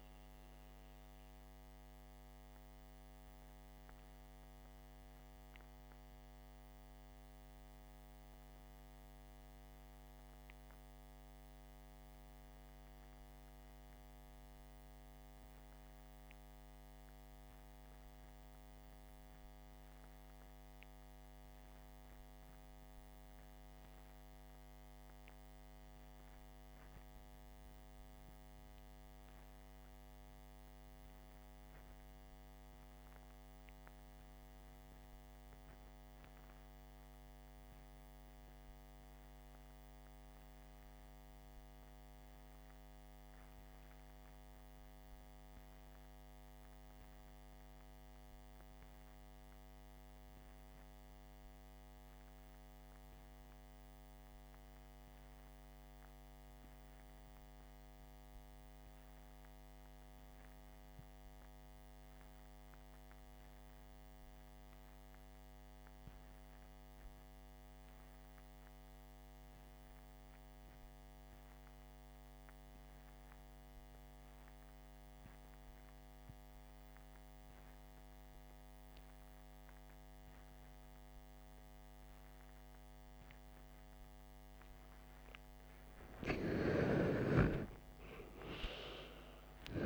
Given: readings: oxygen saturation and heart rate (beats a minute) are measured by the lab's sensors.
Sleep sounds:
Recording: breathing in sleep, hard to hear, by a microphone on the trachea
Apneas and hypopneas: 1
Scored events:
0.50-84.50 s: obstructive apnea (oxygen 99% before, 66% lowest, heart rate 70 before, 53 extreme, up 17 after)
24.00-89.85 s: oxygen desaturation (device-marked, oxygen 96% before, 66% lowest, heart rate 61 before, 53 extreme)
86.00-89.85 s: arousal
From the record:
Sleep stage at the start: REM sleep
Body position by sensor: on the back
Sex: male

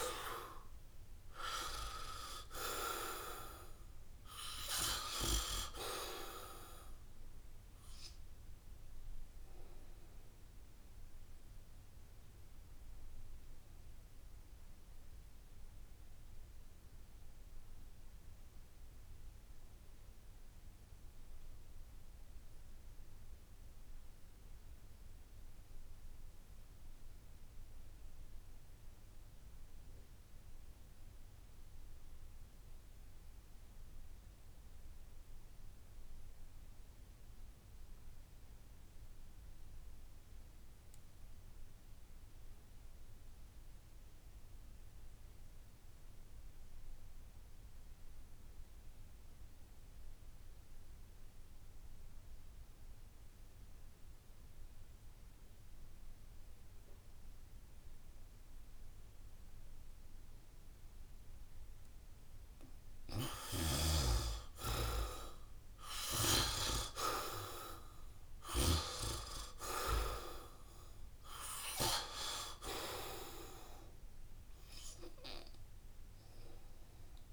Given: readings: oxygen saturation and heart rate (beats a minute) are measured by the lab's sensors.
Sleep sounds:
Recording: breathing in sleep by a room microphone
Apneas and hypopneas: 1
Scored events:
0.00-23.50 s: oxygen desaturation (device-marked, oxygen 76% lowest, heart rate 65 extreme)
9.00-62.00 s: obstructive apnea (oxygen 97% before, 68% lowest, heart rate 77 before, 65 extreme, up 13 after)
25.50-77.33 s: oxygen desaturation (device-marked, oxygen 97% before, 68% lowest, heart rate 70 before, 65 extreme)
65.00-69.00 s: arousal
From the record:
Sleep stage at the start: N2 (light sleep)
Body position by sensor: on the back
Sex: male

